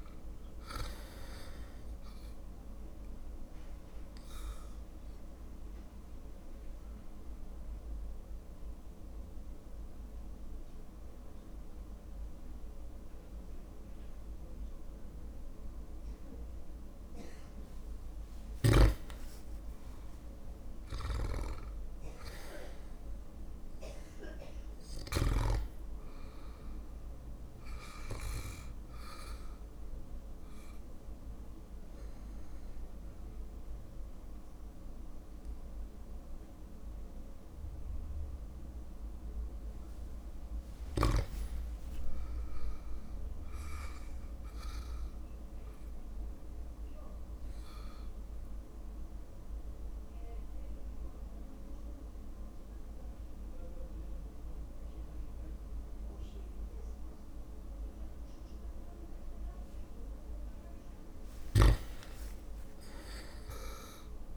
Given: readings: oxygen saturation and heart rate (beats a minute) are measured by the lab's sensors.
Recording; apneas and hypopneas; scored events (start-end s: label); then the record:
breathing in sleep by a room microphone; 3
4.00-16.50 s: obstructive apnea (oxygen 99% before, 95% lowest, heart rate 59 before, 54 extreme, up 5 after)
6.00-15.00 s: drop in pulse transit time (device-marked, heart rate 59 before, 56 extreme)
8.00-25.00 s: oxygen desaturation (device-marked, oxygen 99% before, 95% lowest, heart rate 59 before, 54 extreme)
20.00-23.50 s: arousal
21.00-25.50 s: snoring (device-marked)
27.50-38.50 s: obstructive apnea (oxygen 99% before, 94% lowest, heart rate 59 before, 54 extreme, up 6 after)
40.50-43.00 s: arousal
43.00-54.00 s: drop in pulse transit time (device-marked, heart rate 57 before, 58 extreme)
45.00-60.00 s: obstructive apnea (oxygen 99% before, 94% lowest, heart rate 57 before, 57 extreme, up 3 after)
61.50-64.37 s: arousal
From the record:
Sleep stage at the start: REM sleep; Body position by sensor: on the back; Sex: male